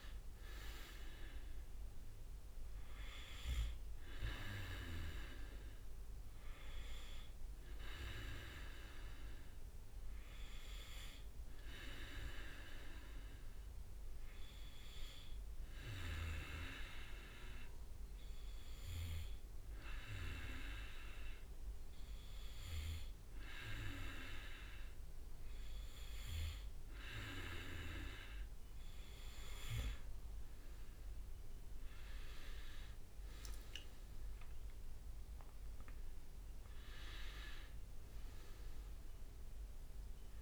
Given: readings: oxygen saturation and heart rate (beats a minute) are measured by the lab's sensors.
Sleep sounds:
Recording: breathing in sleep by a room microphone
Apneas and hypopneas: 1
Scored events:
0.00-2.00 s: arousal
11.00-28.00 s: hypopnea (oxygen 98% before, 94% lowest, heart rate 64 before, 59 extreme, up 17 after)
31.00-35.00 s: arousal
From the record:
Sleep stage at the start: N2 (light sleep)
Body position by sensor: on the back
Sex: male

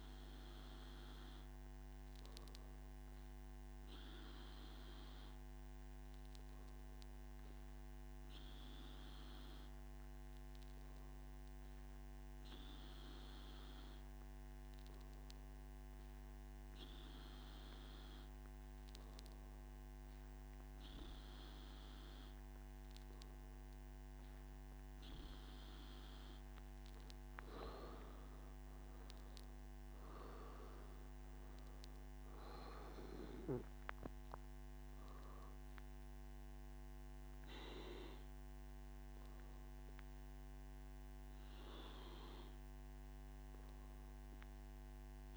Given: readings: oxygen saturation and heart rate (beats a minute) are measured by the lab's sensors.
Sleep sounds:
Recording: breathing in sleep by a microphone on the trachea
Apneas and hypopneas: none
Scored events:
none scored
From the record:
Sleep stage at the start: N3 (deep sleep)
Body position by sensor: on the back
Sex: male

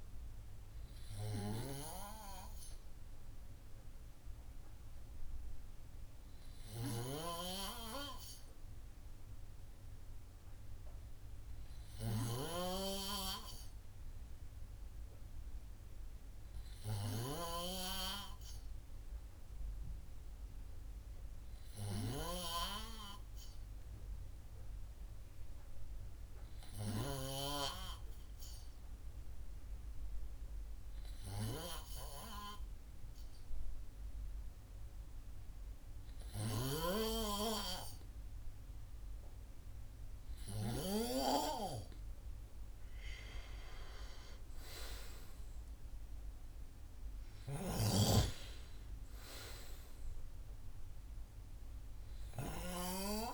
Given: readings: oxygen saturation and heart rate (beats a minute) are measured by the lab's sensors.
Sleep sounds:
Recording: breathing in sleep by a room microphone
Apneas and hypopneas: 1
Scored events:
7.00-18.00 s: snoring (device-marked)
22.00-41.50 s: hypopnea (oxygen 98% before, 93% lowest, heart rate 54 before, 50 extreme, up 6 after)
39.50-53.34 s: oxygen desaturation (device-marked, oxygen 96% before, 93% lowest, heart rate 54 before, 50 extreme)
43.00-47.00 s: arousal
47.50-53.00 s: snoring (device-marked)
From the record:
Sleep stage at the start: N2 (light sleep)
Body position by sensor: on the right side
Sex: male

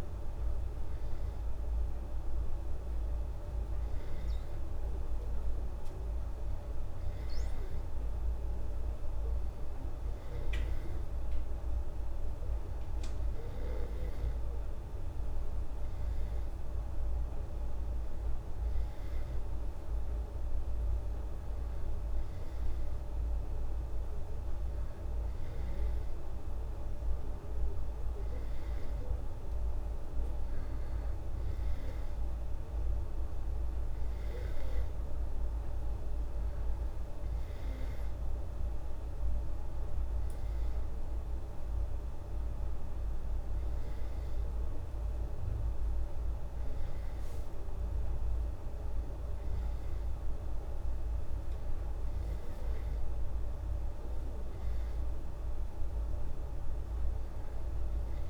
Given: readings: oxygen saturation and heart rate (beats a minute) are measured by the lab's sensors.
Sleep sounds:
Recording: breathing in sleep, hard to hear, by a room microphone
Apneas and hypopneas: none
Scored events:
none scored
From the record:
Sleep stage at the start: N2 (light sleep)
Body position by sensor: on the back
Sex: female

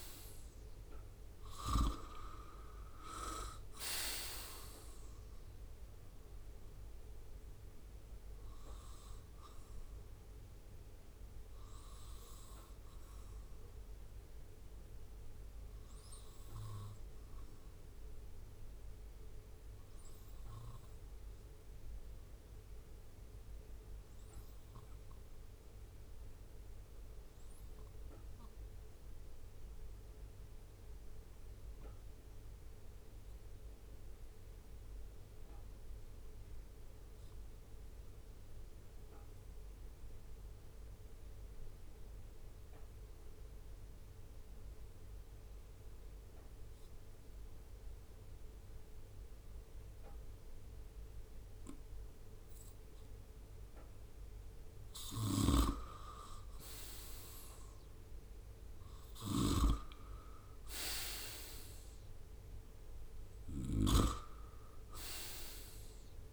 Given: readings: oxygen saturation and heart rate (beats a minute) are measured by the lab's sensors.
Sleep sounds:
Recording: breathing in sleep by a room microphone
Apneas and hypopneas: 1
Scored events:
0.00-17.50 s: oxygen desaturation (device-marked, oxygen 85% lowest, heart rate 64 extreme)
18.50-53.00 s: obstructive apnea (oxygen 89% before, 78% lowest, heart rate 70 before, 67 extreme, up 5 after)
19.50-36.50 s: oxygen desaturation (device-marked, oxygen 86% before, 78% lowest, heart rate 70 before, 67 extreme)
54.50-66.32 s: snoring (device-marked)
57.00-60.50 s: arousal
61.50-66.32 s: oxygen desaturation (device-marked, oxygen 97% before, 91% lowest, heart rate 70 before, 65 extreme)
From the record:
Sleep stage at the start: REM sleep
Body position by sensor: on the right side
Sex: male

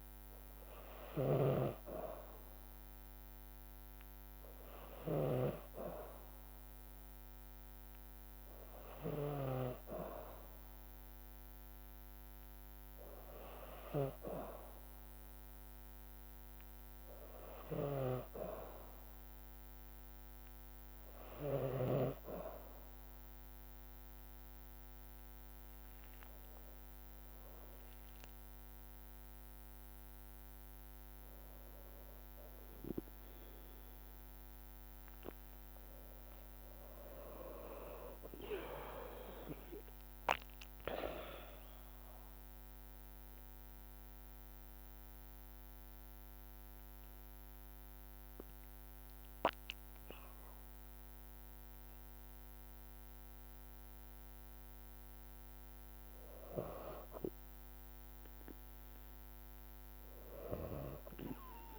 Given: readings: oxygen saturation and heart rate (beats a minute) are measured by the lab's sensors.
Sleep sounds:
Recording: breathing in sleep by a microphone on the trachea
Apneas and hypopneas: 1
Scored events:
0.50-9.00 s: snoring (device-marked)
32.00-52.00 s: drop in pulse transit time (device-marked, heart rate 56 before, 55 extreme)
34.00-38.50 s: arousal
41.00-54.50 s: central apnea (oxygen 95% before, 94% lowest, heart rate 56 before, 55 extreme, up 0 after)
From the record:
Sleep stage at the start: N2 (light sleep)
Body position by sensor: on the back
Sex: female

